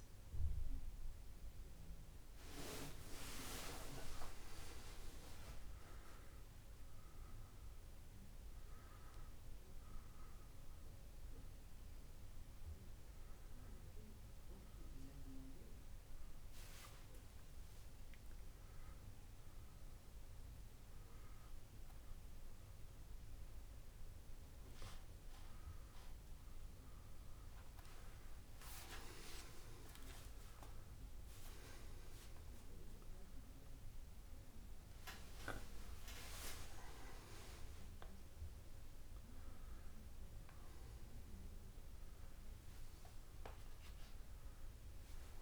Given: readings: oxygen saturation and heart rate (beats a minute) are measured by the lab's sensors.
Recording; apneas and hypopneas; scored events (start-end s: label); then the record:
breathing in sleep by a room microphone; none
17.50-19.50 s: long interval between heartbeats (device-marked)
21.00-23.00 s: long interval between heartbeats (device-marked)
23.50-28.50 s: arousal
43.50-45.42 s: long interval between heartbeats (device-marked)
From the record:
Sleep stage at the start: N2 (light sleep); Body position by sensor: on the back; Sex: male